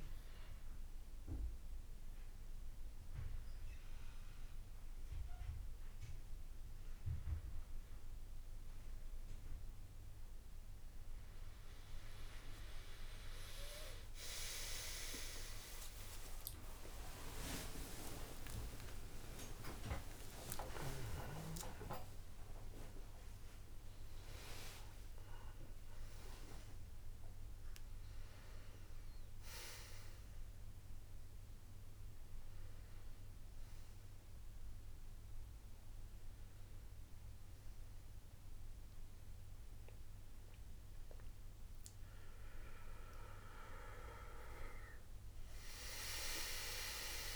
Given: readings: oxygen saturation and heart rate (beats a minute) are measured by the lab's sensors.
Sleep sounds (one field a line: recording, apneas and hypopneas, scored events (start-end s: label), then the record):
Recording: a person awake in a sleep study, by a room microphone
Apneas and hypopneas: none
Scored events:
9.50-47.36 s: new sleep stage, awake
From the record:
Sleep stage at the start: N2 (light sleep)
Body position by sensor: on the back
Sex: male